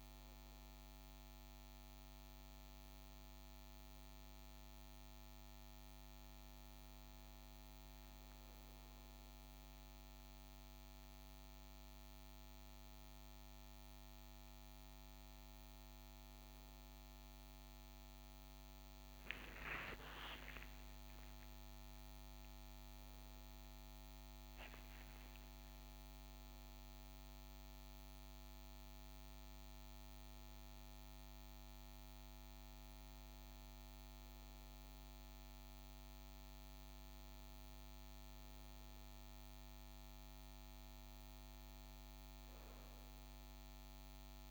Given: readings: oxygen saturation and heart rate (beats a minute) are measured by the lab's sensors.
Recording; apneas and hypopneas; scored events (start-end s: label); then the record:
breathing in sleep, hard to hear, by a microphone on the trachea; none
19.50-23.50 s: arousal
19.50-44.50 s: new sleep stage, N2 (light sleep)
From the record:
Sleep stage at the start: N1 (lightest sleep); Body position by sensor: on the right side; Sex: male